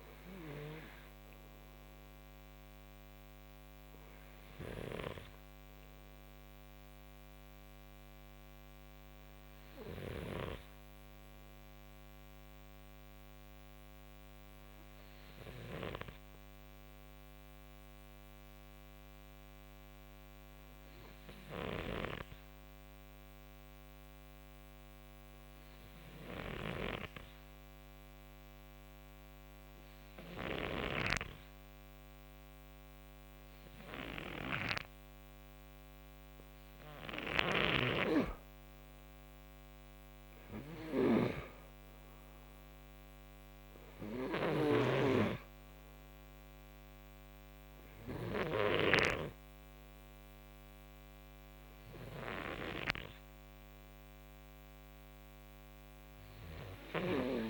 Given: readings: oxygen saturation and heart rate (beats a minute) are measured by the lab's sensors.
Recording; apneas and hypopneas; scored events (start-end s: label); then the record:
breathing in sleep by a microphone on the trachea; 1
0.00-6.50 s: oxygen desaturation (device-marked, oxygen 92% lowest, heart rate 56 extreme)
8.00-36.00 s: hypopnea (oxygen 96% before, 92% lowest, heart rate 69 before, 59 extreme, up 5 after)
36.50-57.50 s: oxygen desaturation (device-marked, oxygen 97% before, 93% lowest, heart rate 64 before, 60 extreme)
37.00-48.50 s: snoring (device-marked)
37.50-42.00 s: arousal
From the record:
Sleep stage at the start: N2 (light sleep); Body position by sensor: on the front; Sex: male